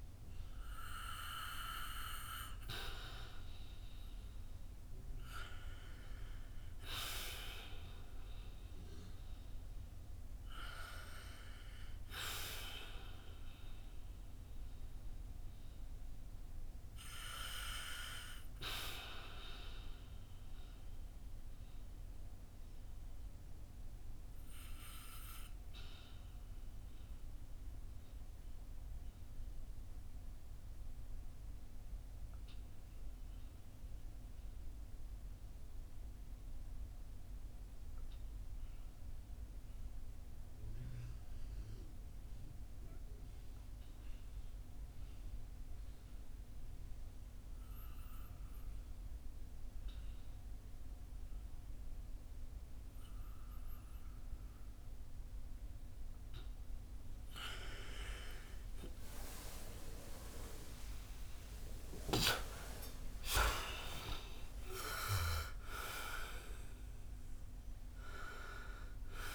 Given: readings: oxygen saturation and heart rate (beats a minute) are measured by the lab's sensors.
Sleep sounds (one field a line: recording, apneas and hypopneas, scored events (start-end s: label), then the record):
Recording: breathing in sleep by a room microphone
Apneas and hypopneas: 1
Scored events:
0.00-34.50 s: oxygen desaturation (device-marked, oxygen 75% lowest, heart rate 56 extreme)
4.00-9.50 s: arousal
21.50-56.00 s: obstructive apnea (oxygen 85% before, 73% lowest, heart rate 63 before, 56 extreme, up 31 after)
50.50-69.35 s: oxygen desaturation (device-marked, oxygen 96% before, 73% lowest, heart rate 57 before, 51 extreme)
54.50-69.35 s: new sleep stage, N2 (light sleep)
58.00-64.50 s: arousal
From the record:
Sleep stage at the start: REM sleep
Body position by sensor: on the back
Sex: male